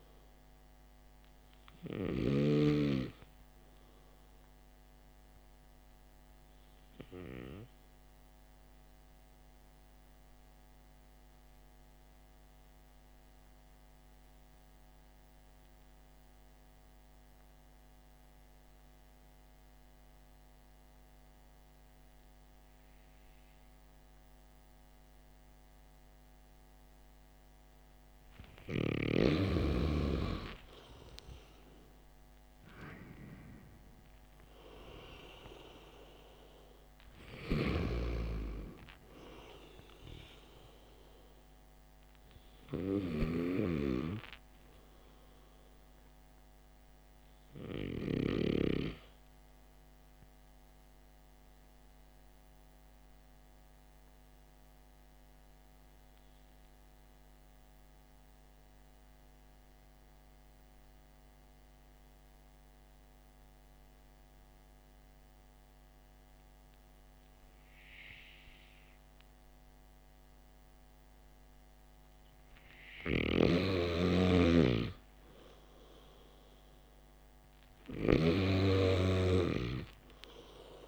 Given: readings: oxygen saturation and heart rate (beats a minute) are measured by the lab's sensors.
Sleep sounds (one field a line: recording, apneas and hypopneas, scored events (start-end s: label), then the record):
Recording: breathing in sleep by a microphone on the trachea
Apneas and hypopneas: 2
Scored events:
9.50-29.00 s: mixed apnea (oxygen 97% before, 93% lowest, heart rate 55 before, 48 extreme, up 10 after)
32.00-35.00 s: arousal
52.00-72.50 s: hypopnea (oxygen 97% before, 93% lowest, heart rate 57 before, 48 extreme, up 4 after)
74.00-78.00 s: arousal
From the record:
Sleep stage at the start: N2 (light sleep)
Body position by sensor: on the back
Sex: male